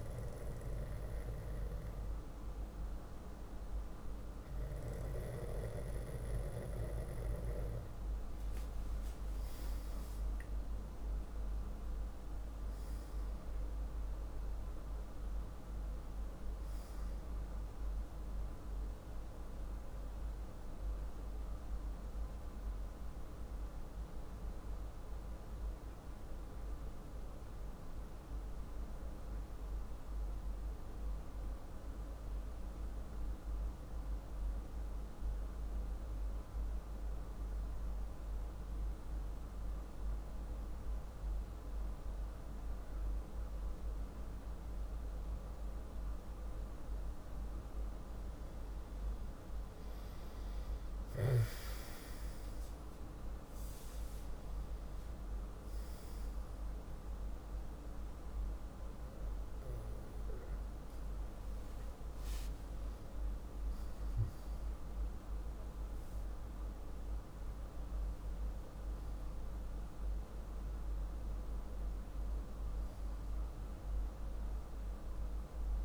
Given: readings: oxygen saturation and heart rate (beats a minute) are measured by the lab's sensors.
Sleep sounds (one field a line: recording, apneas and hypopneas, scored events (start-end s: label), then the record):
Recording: breathing in sleep, hard to hear, by a room microphone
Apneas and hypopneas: 1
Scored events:
11.00-14.50 s: arousal
21.00-43.00 s: hypopnea (oxygen 97% before, 94% lowest, heart rate 49 before, 46 extreme, up 4 after)
61.00-65.00 s: arousal
From the record:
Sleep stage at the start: N2 (light sleep)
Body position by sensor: on the back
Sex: male